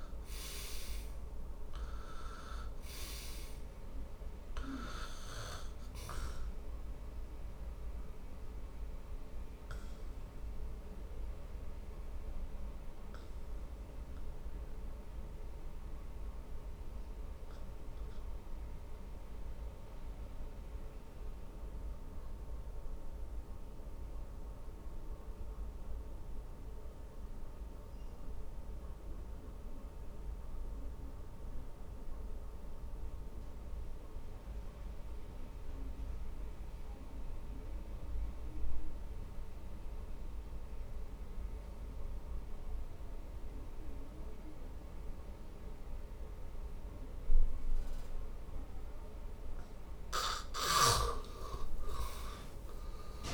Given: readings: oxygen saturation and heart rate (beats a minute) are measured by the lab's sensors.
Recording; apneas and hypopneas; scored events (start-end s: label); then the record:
breathing in sleep by a room microphone; 1
0.00-40.00 s: oxygen desaturation (device-marked, oxygen 76% lowest, heart rate 49 extreme)
8.50-49.00 s: obstructive apnea (oxygen 99% before, 76% lowest, heart rate 65 before, 47 extreme, up 19 after)
51.00-53.34 s: arousal
From the record:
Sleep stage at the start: N2 (light sleep); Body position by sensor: on the back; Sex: male